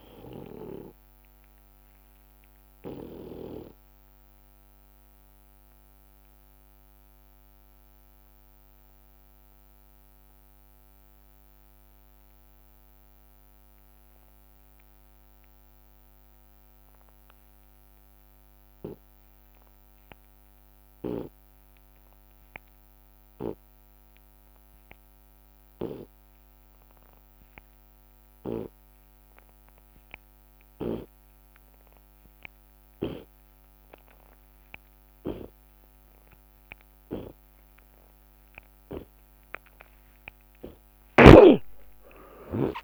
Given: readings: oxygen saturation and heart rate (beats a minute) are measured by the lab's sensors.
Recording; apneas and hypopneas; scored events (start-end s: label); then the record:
breathing in sleep by a microphone on the trachea; 1
0.00-5.50 s: drop in pulse transit time (device-marked, heart rate 59 extreme)
1.50-35.00 s: mixed apnea (oxygen 95% before, 81% lowest, heart rate 68 before, 55 extreme, up 31 after)
14.50-28.50 s: oxygen desaturation (device-marked, oxygen 96% before, 81% lowest, heart rate 77 before, 55 extreme)
41.00-42.84 s: snoring (device-marked)
41.50-42.84 s: long interval between heartbeats (device-marked, heart rate 57 before, 78 extreme)
From the record:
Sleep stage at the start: N2 (light sleep); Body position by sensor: on the back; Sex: male